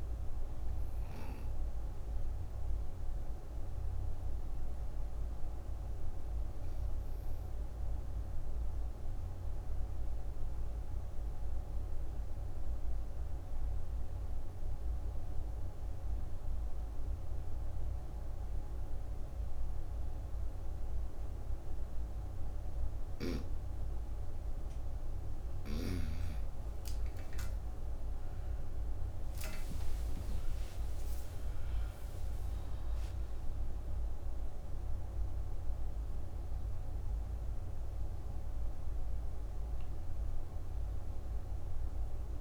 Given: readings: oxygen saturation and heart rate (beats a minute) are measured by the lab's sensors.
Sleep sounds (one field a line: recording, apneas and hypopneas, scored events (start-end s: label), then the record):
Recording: breathing in sleep, hard to hear, by a room microphone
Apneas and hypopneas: 1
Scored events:
0.00-13.00 s: oxygen desaturation (device-marked, oxygen 93% lowest)
9.00-25.00 s: obstructive apnea (oxygen 98% before, 91% lowest)
23.00-26.50 s: snoring (device-marked)
27.00-33.50 s: arousal
38.00-42.41 s: oxygen desaturation (device-marked, oxygen 96% before, 91% lowest)
From the record:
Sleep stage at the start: N2 (light sleep)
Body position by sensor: on the right side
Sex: female